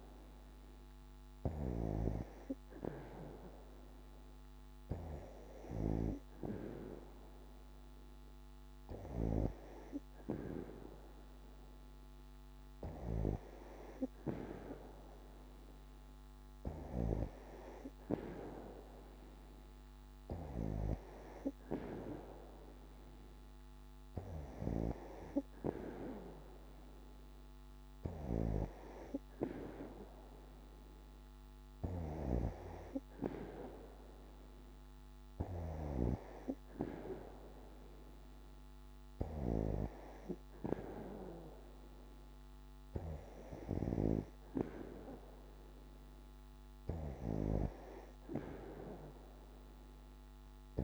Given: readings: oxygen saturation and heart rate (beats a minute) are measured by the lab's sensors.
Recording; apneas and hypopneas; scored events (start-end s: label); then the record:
breathing in sleep by a microphone on the trachea; none
none scored
From the record:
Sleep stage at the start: N2 (light sleep); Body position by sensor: on the back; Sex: female